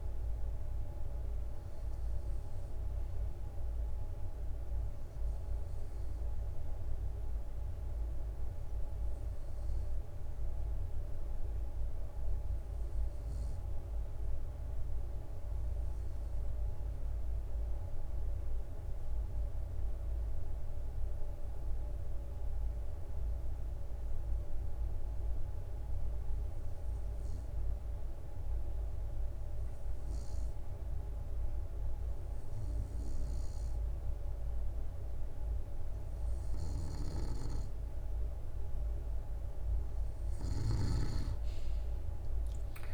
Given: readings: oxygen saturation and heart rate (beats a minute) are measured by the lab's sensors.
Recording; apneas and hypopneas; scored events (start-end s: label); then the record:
breathing in sleep, hard to hear, by a room microphone; 1
12.00-33.50 s: obstructive apnea (oxygen 95% before, 90% lowest, heart rate 65 before, 62 extreme, up 0 after)
18.50-29.50 s: drop in pulse transit time (device-marked, heart rate 66 before, 66 extreme)
36.00-40.50 s: snoring (device-marked)
From the record:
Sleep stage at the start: N2 (light sleep); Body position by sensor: on the right side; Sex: male